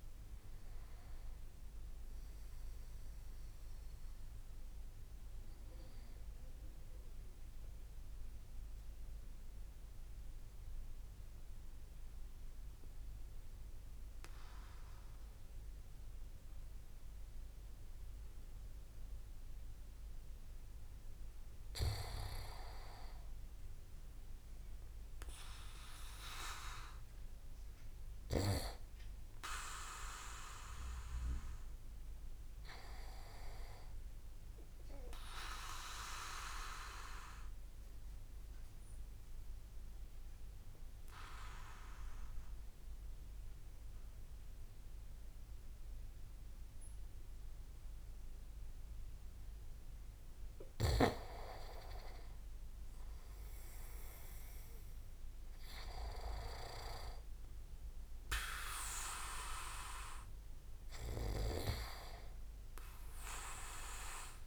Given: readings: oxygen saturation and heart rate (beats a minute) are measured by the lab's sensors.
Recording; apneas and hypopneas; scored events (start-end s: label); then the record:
breathing in sleep by a room microphone; 2
3.00-21.00 s: obstructive apnea (oxygen 97% before, 93% lowest)
23.00-25.50 s: arousal
26.00-41.00 s: oxygen desaturation (device-marked, oxygen 97% before, 93% lowest)
36.00-50.00 s: obstructive apnea (oxygen 98% before, 89% lowest)
53.00-56.50 s: arousal
59.00-64.47 s: oxygen desaturation (device-marked, oxygen 97% before, 93% lowest)
From the record:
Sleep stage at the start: N2 (light sleep); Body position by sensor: on the back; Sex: male